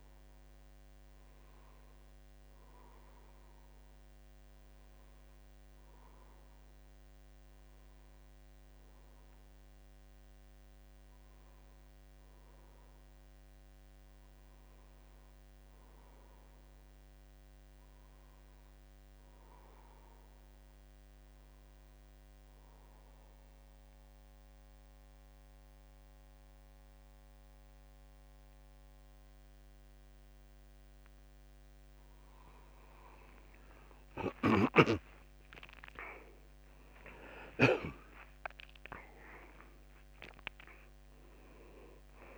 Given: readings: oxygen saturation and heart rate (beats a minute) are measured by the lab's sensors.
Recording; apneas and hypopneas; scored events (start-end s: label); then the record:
breathing in sleep by a microphone on the trachea; 1
0.00-7.00 s: oxygen desaturation (device-marked, oxygen 90% lowest, heart rate 73 extreme)
14.50-17.50 s: arousal
20.00-33.00 s: obstructive apnea (oxygen 92% before, 89% lowest, heart rate 74 before, 73 extreme, up 7 after)
34.50-38.00 s: snoring (device-marked)
35.00-39.00 s: arousal
37.00-42.38 s: new sleep stage, N1 (lightest sleep)
From the record:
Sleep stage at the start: N2 (light sleep); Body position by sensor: on the back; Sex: male